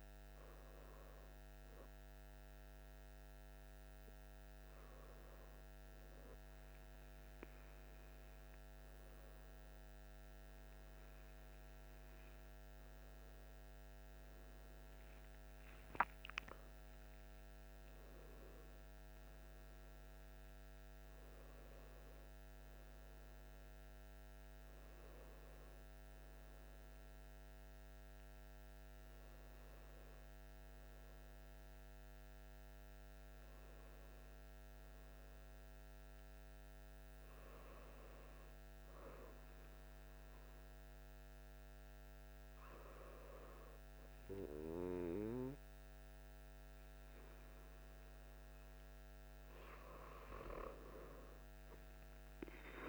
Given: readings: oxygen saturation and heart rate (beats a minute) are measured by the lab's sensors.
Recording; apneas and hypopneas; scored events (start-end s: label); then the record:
breathing in sleep by a microphone on the trachea; none
15.50-20.00 s: arousal
From the record:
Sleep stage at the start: N1 (lightest sleep); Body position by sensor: on the back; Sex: male